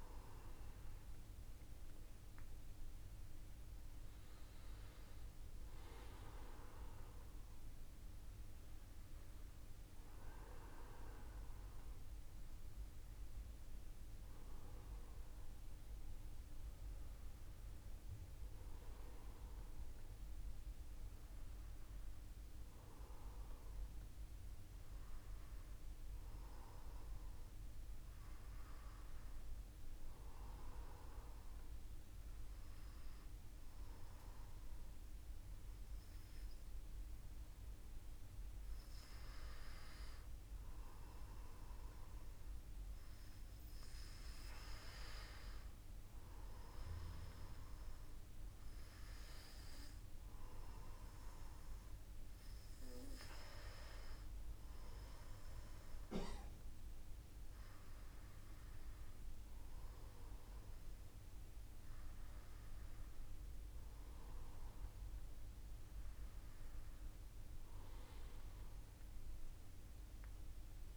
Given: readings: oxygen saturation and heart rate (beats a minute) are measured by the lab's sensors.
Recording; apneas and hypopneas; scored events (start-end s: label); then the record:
breathing in sleep by a room microphone; none
0.00-4.50 s: arousal
From the record:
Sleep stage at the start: N2 (light sleep); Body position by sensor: on the back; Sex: male